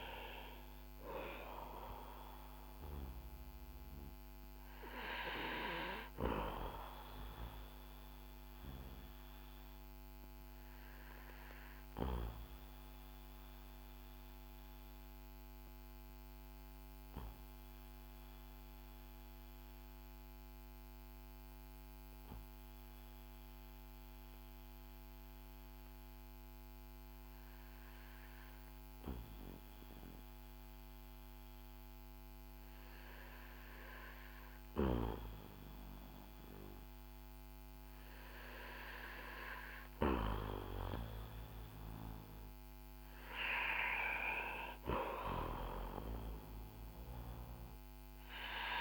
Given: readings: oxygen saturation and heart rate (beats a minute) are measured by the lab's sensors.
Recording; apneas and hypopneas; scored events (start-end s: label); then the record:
breathing in sleep by a microphone on the trachea; 1
10.00-35.50 s: obstructive apnea (oxygen 96% before, 91% lowest, heart rate 57 before, 38 extreme, up 4 after)
39.50-43.00 s: arousal
41.50-48.81 s: oxygen desaturation (device-marked, oxygen 97% before, 92% lowest, heart rate 50 before, 47 extreme)
From the record:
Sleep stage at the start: N2 (light sleep); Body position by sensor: on the back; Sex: male